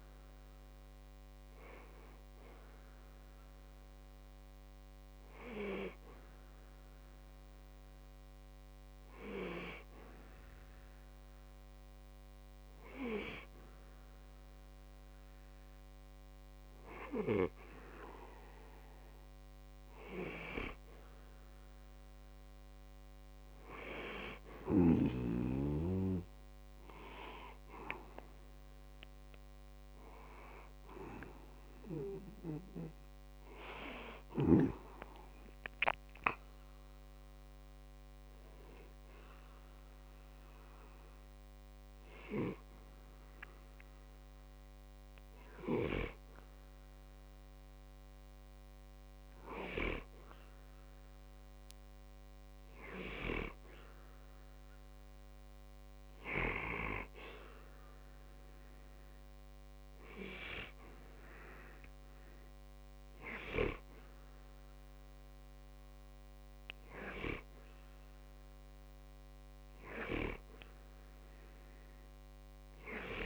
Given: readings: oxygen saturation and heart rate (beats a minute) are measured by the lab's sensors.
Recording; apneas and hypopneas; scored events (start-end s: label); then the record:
breathing in sleep by a microphone on the trachea; 1
32.00-36.00 s: arousal
39.00-49.50 s: hypopnea (oxygen 95% before, 92% lowest, heart rate 64 before, 60 extreme, up 0 after)
52.50-56.50 s: arousal
From the record:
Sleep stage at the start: N2 (light sleep); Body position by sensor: on the back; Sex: male